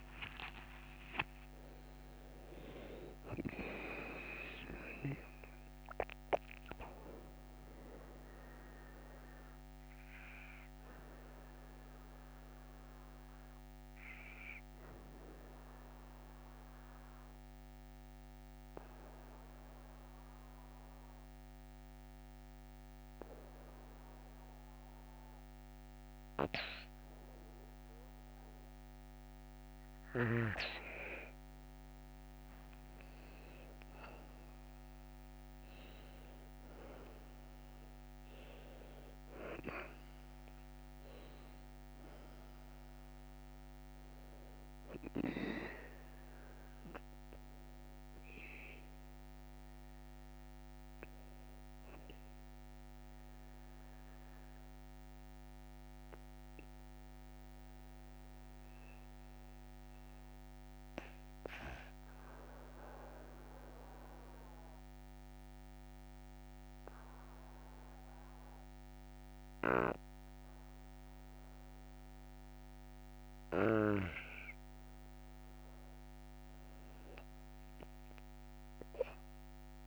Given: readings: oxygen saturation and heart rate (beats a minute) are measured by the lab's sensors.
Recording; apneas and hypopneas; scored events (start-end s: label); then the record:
breathing in sleep by a microphone on the trachea; 2
0.00-2.50 s: arousal
9.50-30.50 s: mixed apnea (oxygen 97% before, 94% lowest, heart rate 58 before, 52 extreme, up 14 after)
32.50-36.00 s: arousal
53.00-65.00 s: oxygen desaturation (device-marked, oxygen 97% before, 94% lowest, heart rate 64 before, 53 extreme)
53.50-75.50 s: obstructive apnea (oxygen 99% before, 94% lowest, heart rate 64 before, 53 extreme, up 5 after)
76.50-79.87 s: arousal
From the record:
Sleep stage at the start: N2 (light sleep); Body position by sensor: on the back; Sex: male